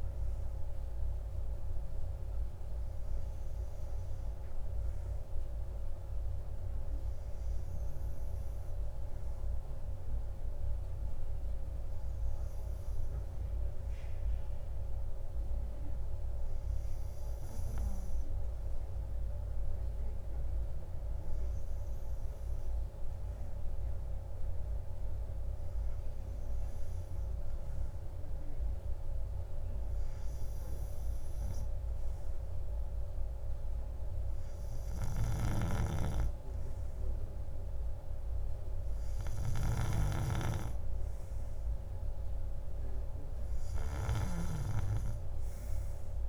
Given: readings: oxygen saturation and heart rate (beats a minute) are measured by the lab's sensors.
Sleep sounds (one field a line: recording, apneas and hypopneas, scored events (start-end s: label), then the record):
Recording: breathing in sleep by a room microphone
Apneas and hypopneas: none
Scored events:
none scored
From the record:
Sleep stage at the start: N2 (light sleep)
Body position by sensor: on the right side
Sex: male